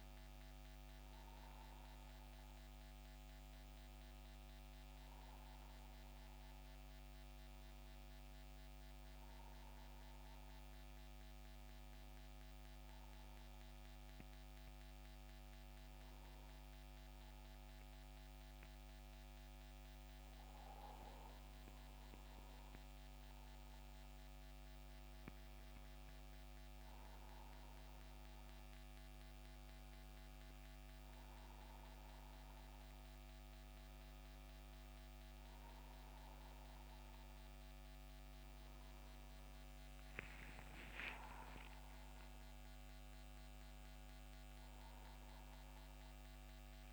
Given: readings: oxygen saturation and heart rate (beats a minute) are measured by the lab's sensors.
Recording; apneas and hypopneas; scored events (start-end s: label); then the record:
breathing in sleep, hard to hear, by a microphone on the trachea; 1
4.00-8.50 s: arousal
12.00-22.50 s: mixed apnea (oxygen 95% before, 91% lowest, heart rate 83 before, 74 extreme, up 11 after)
24.00-27.00 s: arousal
29.50-46.93 s: oxygen desaturation (device-marked, oxygen 94% before, 91% lowest, heart rate 78 before, 74 extreme)
From the record:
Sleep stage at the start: N2 (light sleep); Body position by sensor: on the back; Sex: male